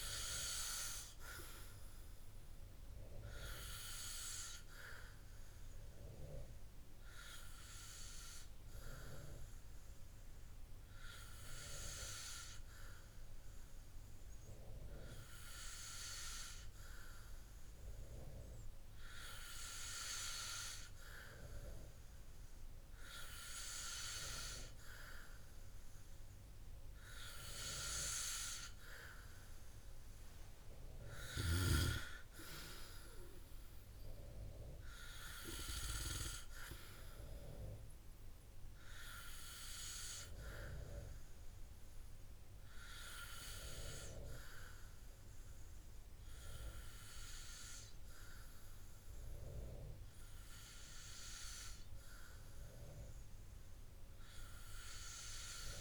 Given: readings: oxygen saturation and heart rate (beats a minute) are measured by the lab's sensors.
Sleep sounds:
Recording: breathing in sleep by a room microphone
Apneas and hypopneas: none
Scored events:
none scored
From the record:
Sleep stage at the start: N2 (light sleep)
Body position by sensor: on the back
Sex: male

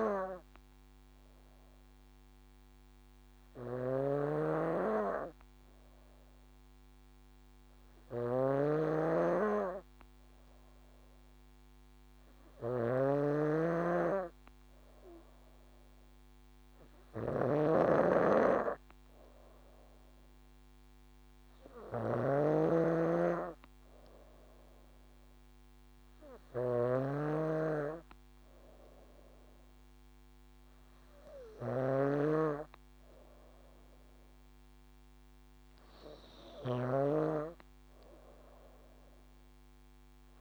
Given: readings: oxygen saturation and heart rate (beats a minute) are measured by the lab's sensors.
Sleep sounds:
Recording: breathing in sleep by a microphone on the trachea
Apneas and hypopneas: none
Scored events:
0.00-40.41 s: snoring (device-marked)
From the record:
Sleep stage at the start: N2 (light sleep)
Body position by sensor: on the back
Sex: female

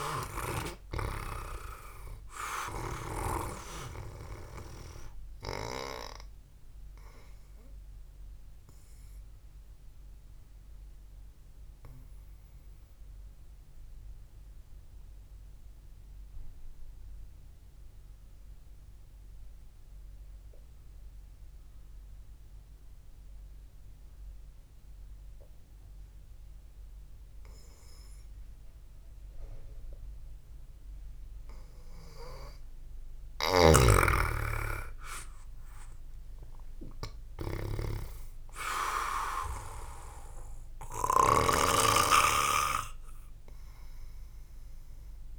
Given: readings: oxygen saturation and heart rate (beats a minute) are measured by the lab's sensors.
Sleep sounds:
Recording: breathing in sleep by a room microphone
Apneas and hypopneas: 1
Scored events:
0.00-1.00 s: arousal
0.00-1.00 s: snoring (device-marked)
10.50-31.00 s: obstructive apnea (oxygen 98% before, 91% lowest, heart rate 62 before, 61 extreme, up 1 after)
18.00-27.00 s: oxygen desaturation (device-marked, oxygen 95% before, 91% lowest, heart rate 62 before, 61 extreme)
33.50-38.50 s: arousal
34.00-42.50 s: snoring (device-marked)
From the record:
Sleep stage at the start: N2 (light sleep)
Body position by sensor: on the back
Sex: male

